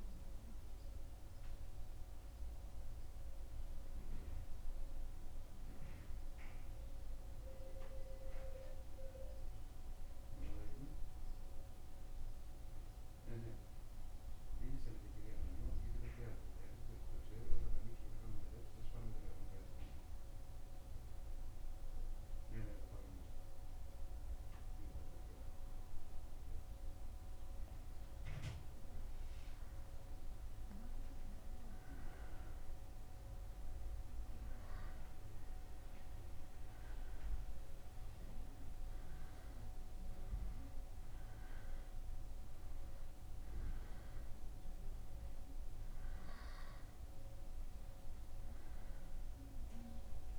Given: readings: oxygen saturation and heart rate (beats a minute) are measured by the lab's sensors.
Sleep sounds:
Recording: breathing in sleep by a room microphone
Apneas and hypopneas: 1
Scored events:
3.00-26.00 s: mixed apnea (oxygen 98% before, 92% lowest, heart rate 76 before, 74 extreme, up 2 after)
22.50-47.50 s: oxygen desaturation (device-marked, oxygen 95% before, 92% lowest, heart rate 74 before, 74 extreme)
29.00-32.50 s: arousal
From the record:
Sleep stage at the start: N2 (light sleep)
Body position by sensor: on the back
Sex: male

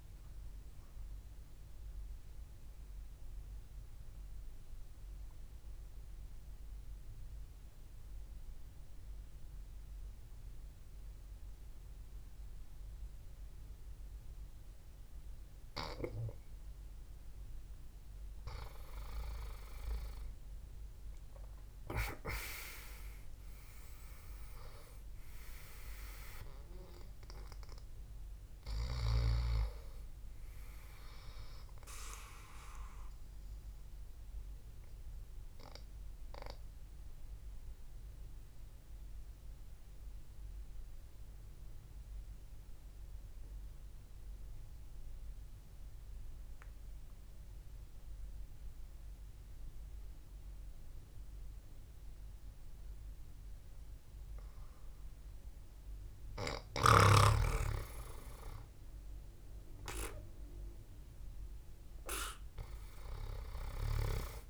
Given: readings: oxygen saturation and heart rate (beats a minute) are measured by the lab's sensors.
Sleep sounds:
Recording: breathing in sleep by a room microphone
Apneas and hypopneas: 2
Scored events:
0.00-5.00 s: oxygen desaturation (device-marked, oxygen 89% lowest, heart rate 58 extreme)
2.50-18.00 s: obstructive apnea (oxygen 97% before, 89% lowest, heart rate 66 before, 63 extreme, up 6 after)
19.50-23.50 s: arousal
23.00-30.00 s: oxygen desaturation (device-marked, oxygen 97% before, 94% lowest, heart rate 70 before, 66 extreme)
33.00-55.00 s: obstructive apnea (oxygen 99% before, 91% lowest, heart rate 67 before, 59 extreme)
38.00-47.00 s: oxygen desaturation (device-marked, oxygen 95% before, 92% lowest, heart rate 68 before, 59 extreme)
57.00-60.00 s: arousal
59.00-64.50 s: oxygen desaturation (device-marked, oxygen 99% before, 94% lowest, heart rate 72 before, 59 extreme)
From the record:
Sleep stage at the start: N2 (light sleep)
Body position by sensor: on the back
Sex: male

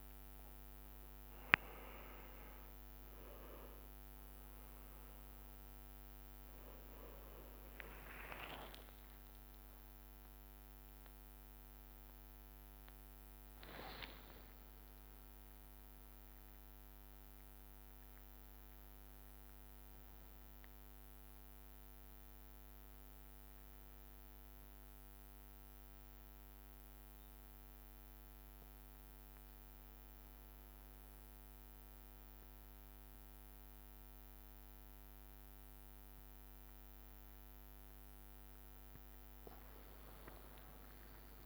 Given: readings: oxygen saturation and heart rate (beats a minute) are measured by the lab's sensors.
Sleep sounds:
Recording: a person awake in a sleep study, by a microphone on the trachea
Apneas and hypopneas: none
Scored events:
4.00-13.00 s: oxygen desaturation (device-marked, oxygen 96% before, 93% lowest, heart rate 72 before, 68 extreme)
8.00-21.00 s: drop in pulse transit time (device-marked, heart rate 70 before, 69 extreme)
9.50-11.50 s: long interval between heartbeats (device-marked, heart rate 71 before, 79 extreme)
14.00-16.00 s: long interval between heartbeats (device-marked, heart rate 74 before, 88 extreme)
38.50-40.50 s: long interval between heartbeats (device-marked, heart rate 73 before, 77 extreme)
40.00-41.46 s: drop in pulse transit time (device-marked, heart rate 73 before, 77 extreme)
From the record:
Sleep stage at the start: awake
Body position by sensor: on the right side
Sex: male

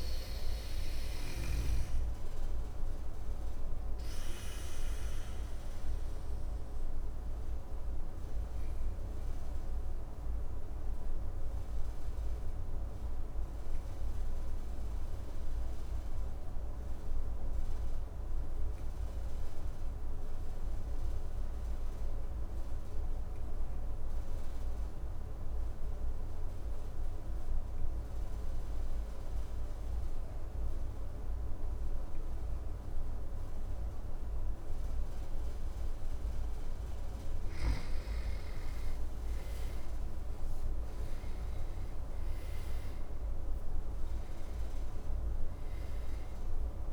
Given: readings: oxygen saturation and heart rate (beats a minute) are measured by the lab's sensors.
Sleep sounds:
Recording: breathing in sleep, hard to hear, by a room microphone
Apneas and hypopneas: 1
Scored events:
0.00-1.00 s: snoring (device-marked)
0.00-11.50 s: oxygen desaturation (device-marked, oxygen 91% lowest, heart rate 53 extreme)
3.50-36.50 s: obstructive apnea (oxygen 100% before, 86% lowest, heart rate 58 before, 53 extreme, up 11 after)
27.50-46.93 s: oxygen desaturation (device-marked, oxygen 99% before, 86% lowest, heart rate 54 before, 54 extreme)
38.50-43.00 s: arousal
From the record:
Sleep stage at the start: N2 (light sleep)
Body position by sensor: on the back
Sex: male

